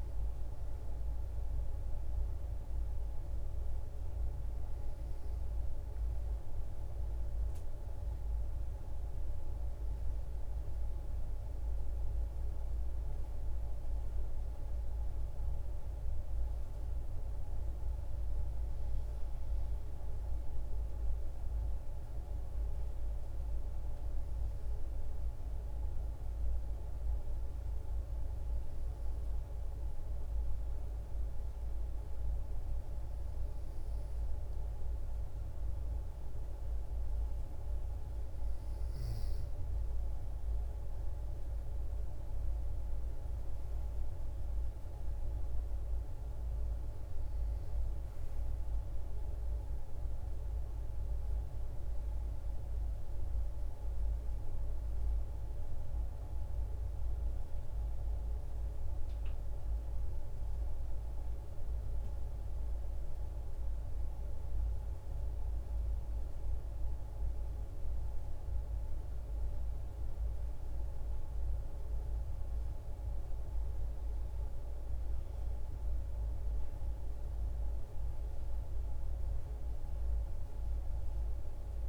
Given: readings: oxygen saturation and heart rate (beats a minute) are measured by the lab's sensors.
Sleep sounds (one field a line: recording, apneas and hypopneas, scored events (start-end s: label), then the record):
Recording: breathing in sleep, hard to hear, by a room microphone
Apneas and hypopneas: none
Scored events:
none scored
From the record:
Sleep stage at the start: N2 (light sleep)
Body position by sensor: on the back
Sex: female